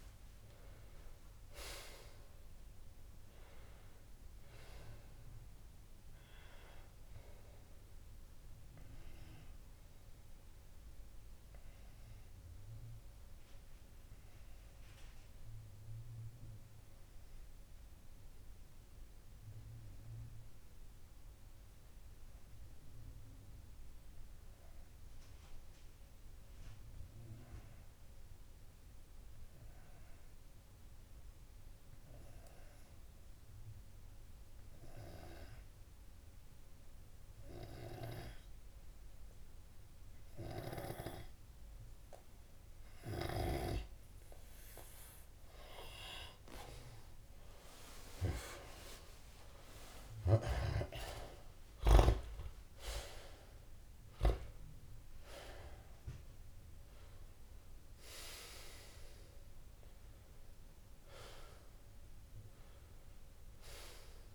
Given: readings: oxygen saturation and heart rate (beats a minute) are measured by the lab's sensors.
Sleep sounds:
breathing in sleep by a room microphone; 1
9.50-44.50 s: obstructive apnea (oxygen 98% before, 95% lowest)
27.00-29.00 s: long interval between heartbeats (device-marked)
37.50-39.50 s: long interval between heartbeats (device-marked)
39.50-41.50 s: long interval between heartbeats (device-marked)
42.50-44.50 s: long interval between heartbeats (device-marked)
43.00-58.00 s: oxygen desaturation (device-marked, oxygen 99% before, 95% lowest)
48.00-51.50 s: arousal
From the record:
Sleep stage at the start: N2 (light sleep); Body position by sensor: on the back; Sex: male

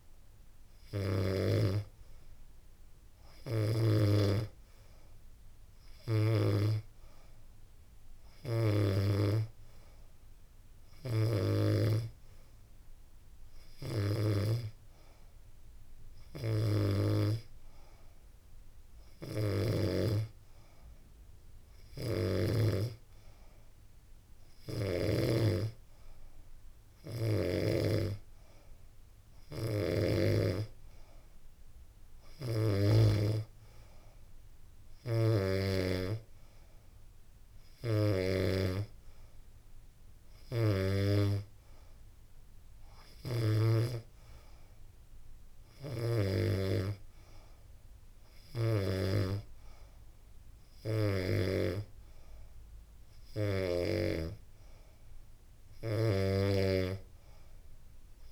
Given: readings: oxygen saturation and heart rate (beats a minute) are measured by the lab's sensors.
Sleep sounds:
breathing in sleep by a room microphone; none
none scored
From the record:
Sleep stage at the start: N3 (deep sleep); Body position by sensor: on the back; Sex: female

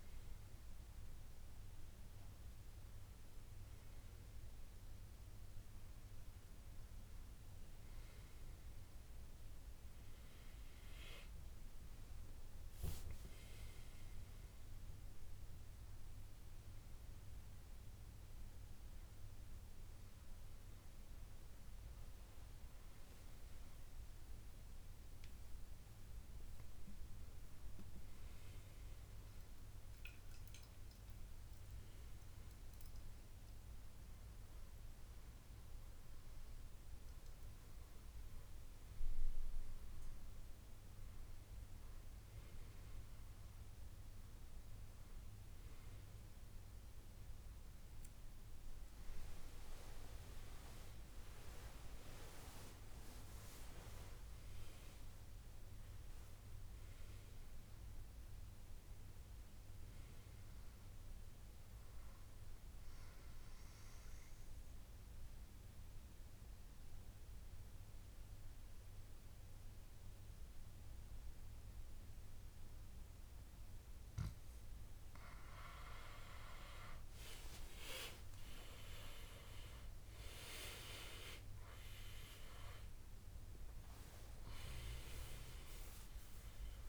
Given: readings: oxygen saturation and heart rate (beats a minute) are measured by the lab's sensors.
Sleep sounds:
breathing in sleep by a room microphone; 2
13.50-24.00 s: hypopnea (oxygen 97% before, 94% lowest, heart rate 78 before, 73 extreme, up 6 after)
26.00-30.00 s: arousal
50.50-54.50 s: arousal
64.00-75.00 s: obstructive apnea (oxygen 97% before, 91% lowest, heart rate 80 before, 68 extreme, up 13 after)
67.00-86.89 s: new sleep stage, awake
80.00-86.89 s: oxygen desaturation (device-marked, oxygen 97% before, 91% lowest, heart rate 75 before, 63 extreme)
From the record:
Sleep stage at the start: N2 (light sleep); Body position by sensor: on the back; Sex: male

